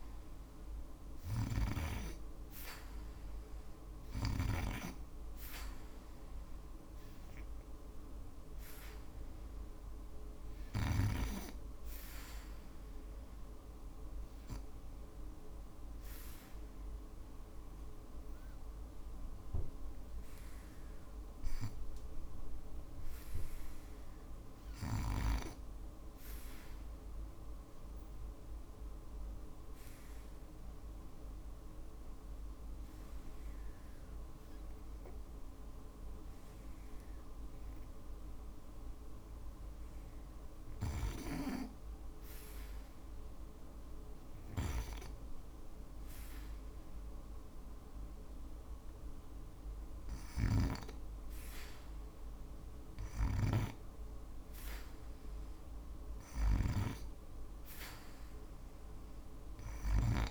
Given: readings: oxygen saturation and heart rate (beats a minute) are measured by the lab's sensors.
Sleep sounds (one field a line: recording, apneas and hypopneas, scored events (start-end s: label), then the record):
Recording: breathing in sleep by a room microphone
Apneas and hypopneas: 1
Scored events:
0.00-1.00 s: arousal
3.00-20.00 s: oxygen desaturation (device-marked, oxygen 94% before, 85% lowest, heart rate 60 before, 58 extreme)
12.00-39.50 s: obstructive apnea (oxygen 94% before, 68% lowest, heart rate 60 before, 58 extreme, up 3 after)
28.00-60.31 s: oxygen desaturation (device-marked, oxygen 91% before, 68% lowest, heart rate 60 before, 59 extreme)
41.50-44.50 s: arousal
From the record:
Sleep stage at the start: REM sleep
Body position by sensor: on the back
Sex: female